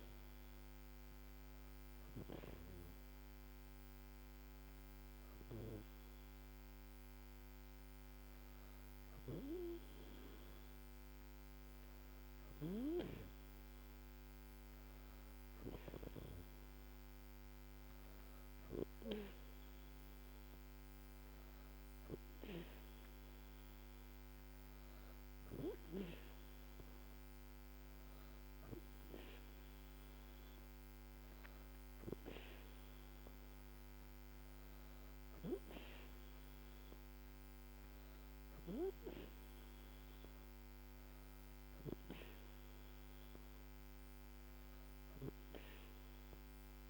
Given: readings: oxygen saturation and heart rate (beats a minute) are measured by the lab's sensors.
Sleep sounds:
breathing in sleep by a microphone on the trachea; none
none scored
From the record:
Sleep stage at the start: N2 (light sleep); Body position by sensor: on the back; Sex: female

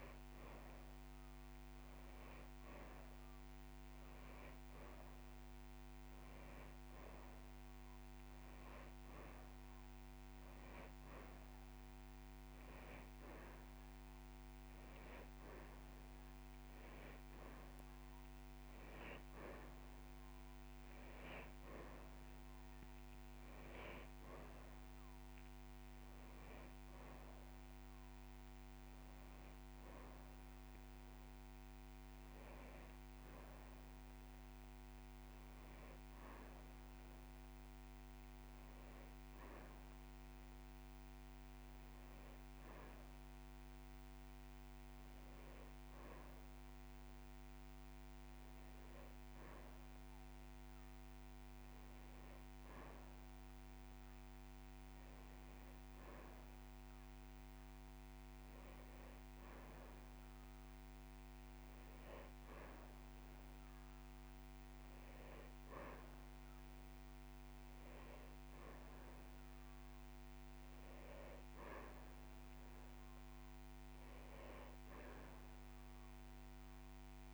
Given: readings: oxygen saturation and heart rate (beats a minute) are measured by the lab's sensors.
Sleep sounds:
breathing in sleep, hard to hear, by a microphone on the trachea; none
none scored
From the record:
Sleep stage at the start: N2 (light sleep); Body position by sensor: on the back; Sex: male

